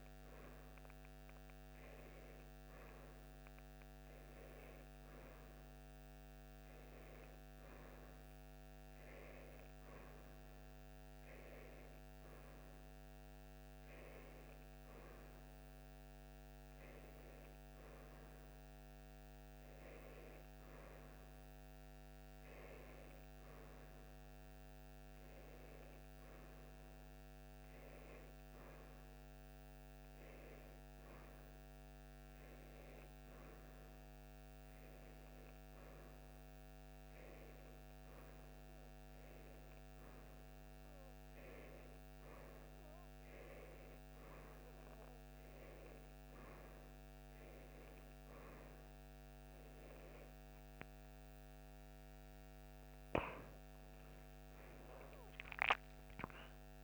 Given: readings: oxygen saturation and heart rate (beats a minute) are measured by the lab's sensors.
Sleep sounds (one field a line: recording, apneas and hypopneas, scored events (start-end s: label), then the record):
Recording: breathing in sleep, hard to hear, by a microphone on the trachea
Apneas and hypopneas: none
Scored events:
none scored
From the record:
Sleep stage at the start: N1 (lightest sleep)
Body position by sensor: on the right side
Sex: female